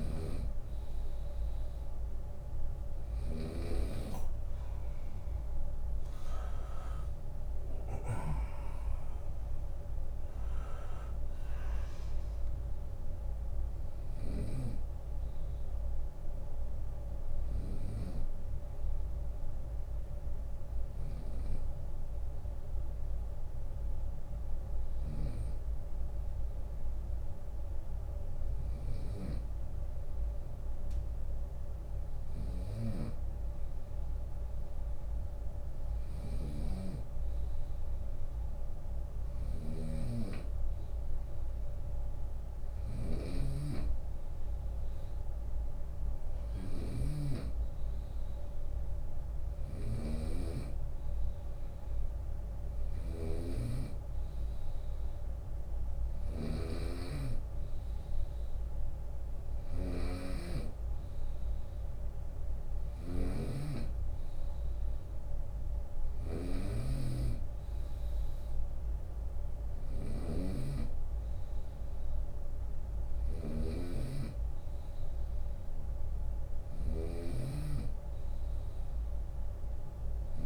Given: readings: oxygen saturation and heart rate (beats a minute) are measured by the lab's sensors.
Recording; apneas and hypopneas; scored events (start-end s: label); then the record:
breathing in sleep by a room microphone; 1
0.00-1.00 s: arousal
0.00-2.50 s: snoring (device-marked)
3.00-5.00 s: long interval between heartbeats (device-marked, heart rate 75 before, 76 extreme)
5.50-17.50 s: drop in pulse transit time (device-marked, heart rate 76 before, 74 extreme)
11.50-23.50 s: oxygen desaturation (device-marked, oxygen 99% before, 95% lowest, heart rate 75 before, 67 extreme)
16.00-28.50 s: hypopnea (oxygen 99% before, 94% lowest, heart rate 75 before, 67 extreme, up 5 after)
22.50-24.50 s: long interval between heartbeats (device-marked, heart rate 76 before, 69 extreme)
31.50-35.00 s: arousal
31.50-80.46 s: snoring (device-marked)
37.50-46.50 s: drop in pulse transit time (device-marked, heart rate 71 before, 69 extreme)
From the record:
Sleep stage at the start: N2 (light sleep); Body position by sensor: on the right side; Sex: male